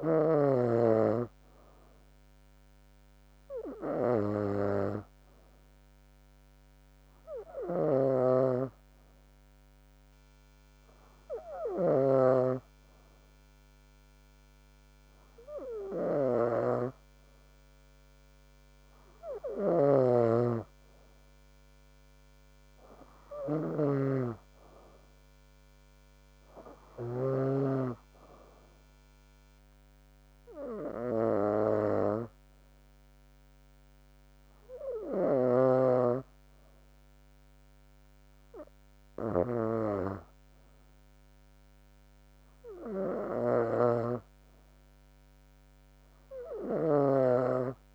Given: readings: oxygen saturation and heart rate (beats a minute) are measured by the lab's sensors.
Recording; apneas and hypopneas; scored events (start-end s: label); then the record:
breathing in sleep by a microphone on the trachea; 2
7.50-18.50 s: hypopnea (oxygen 95% before, 93% lowest, heart rate 76 before, 70 extreme, up 4 after)
19.50-23.50 s: arousal
29.50-40.50 s: hypopnea (oxygen 95% before, 91% lowest, heart rate 71 before, 66 extreme, up 9 after)
37.50-39.50 s: long interval between heartbeats (device-marked, heart rate 72 before, 81 extreme)
42.50-46.00 s: arousal
From the record:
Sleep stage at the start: N2 (light sleep); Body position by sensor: on the back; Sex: female